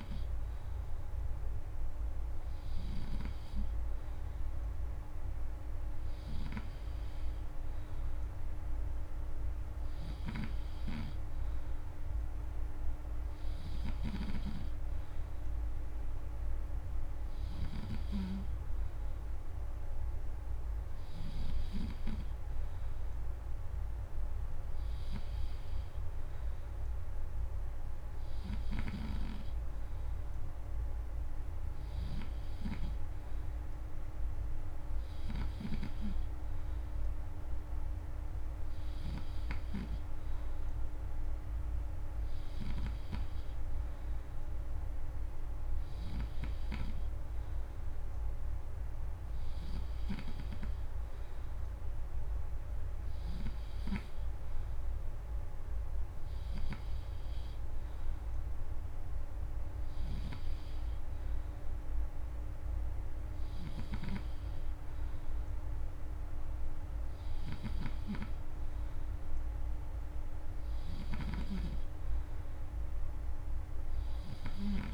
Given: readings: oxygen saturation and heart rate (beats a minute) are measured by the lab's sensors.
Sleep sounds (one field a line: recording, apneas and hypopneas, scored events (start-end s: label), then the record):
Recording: breathing in sleep by a room microphone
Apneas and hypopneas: none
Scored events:
9.50-21.50 s: snoring (device-marked)
28.50-35.50 s: snoring (device-marked)
45.50-50.00 s: snoring (device-marked)
56.00-60.00 s: snoring (device-marked)
67.50-71.00 s: snoring (device-marked)
From the record:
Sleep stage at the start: N3 (deep sleep)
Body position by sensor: on the back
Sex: male